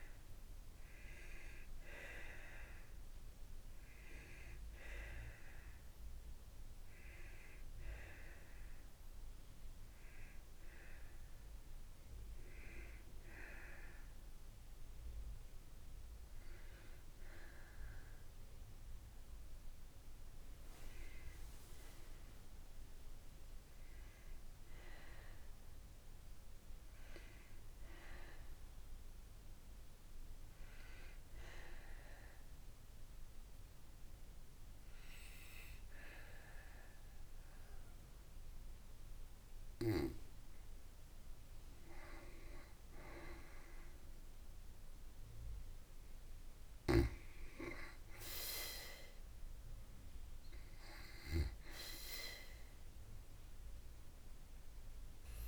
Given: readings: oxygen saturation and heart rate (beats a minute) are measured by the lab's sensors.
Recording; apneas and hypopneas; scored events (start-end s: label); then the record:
breathing in sleep by a room microphone; 1
3.50-39.00 s: obstructive apnea (oxygen 95% before, 88% lowest, heart rate 72 before, 56 extreme, up 2 after)
40.00-43.50 s: arousal
44.00-55.00 s: oxygen desaturation (device-marked, oxygen 94% before, 88% lowest, heart rate 59 before, 56 extreme)
From the record:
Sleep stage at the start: N2 (light sleep); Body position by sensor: on the back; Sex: female